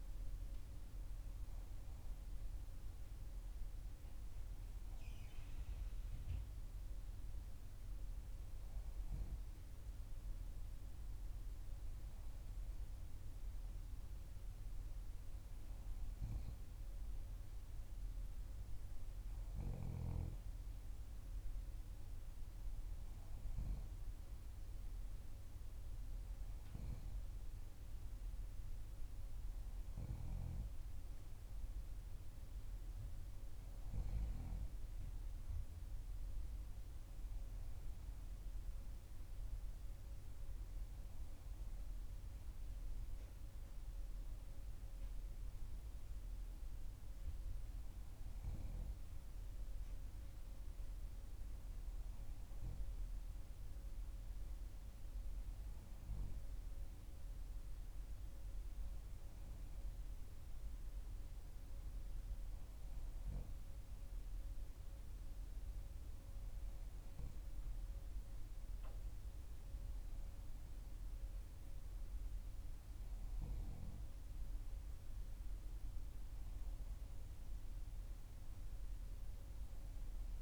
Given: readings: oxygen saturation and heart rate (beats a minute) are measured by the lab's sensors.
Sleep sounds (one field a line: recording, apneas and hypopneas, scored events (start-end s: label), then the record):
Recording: breathing in sleep, hard to hear, by a room microphone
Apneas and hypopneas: none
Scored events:
none scored
From the record:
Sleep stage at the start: N3 (deep sleep)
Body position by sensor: on the back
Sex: female